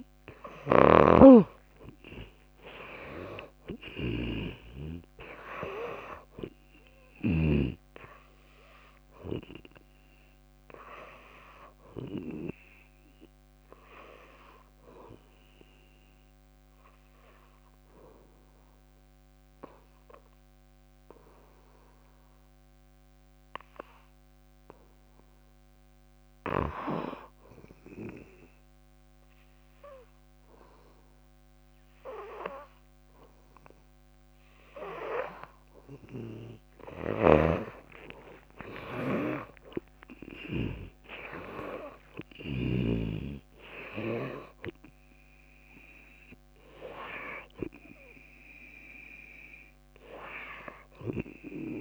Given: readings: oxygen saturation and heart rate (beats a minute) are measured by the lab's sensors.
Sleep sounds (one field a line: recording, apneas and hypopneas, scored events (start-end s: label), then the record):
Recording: breathing in sleep by a microphone on the trachea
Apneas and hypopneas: 1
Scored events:
0.00-1.50 s: arousal
0.00-24.00 s: oxygen desaturation (device-marked, oxygen 85% lowest, heart rate 57 extreme)
0.50-7.50 s: snoring (device-marked)
16.00-35.50 s: hypopnea (oxygen 99% before, 82% lowest, heart rate 63 before, 56 extreme, up 51 after)
32.00-51.81 s: oxygen desaturation (device-marked, oxygen 97% before, 88% lowest, heart rate 59 before, 56 extreme)
37.00-41.00 s: snoring (device-marked)
37.50-41.00 s: arousal
39.00-42.00 s: tachycardia (device-marked, heart rate 64 before, 100 extreme)
40.00-42.00 s: long interval between heartbeats (device-marked, heart rate 61 before, 96 extreme)
From the record:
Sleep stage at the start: N2 (light sleep)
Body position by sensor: on the back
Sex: female